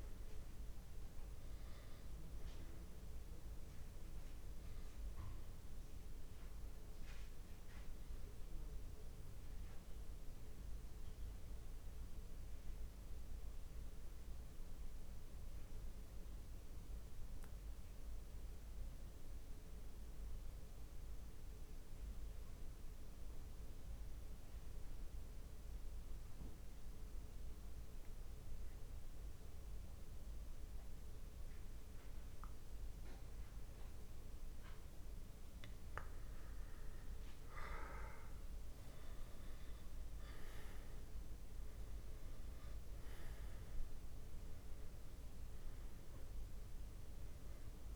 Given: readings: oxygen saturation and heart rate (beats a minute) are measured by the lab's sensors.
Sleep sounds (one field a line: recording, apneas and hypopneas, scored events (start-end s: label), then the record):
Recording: breathing in sleep, hard to hear, by a room microphone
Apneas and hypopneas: 1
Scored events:
0.00-21.50 s: oxygen desaturation (device-marked, oxygen 90% lowest)
11.50-36.00 s: mixed apnea (oxygen 99% before, 90% lowest)
39.00-45.50 s: arousal
From the record:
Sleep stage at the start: N2 (light sleep)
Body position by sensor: on the back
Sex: male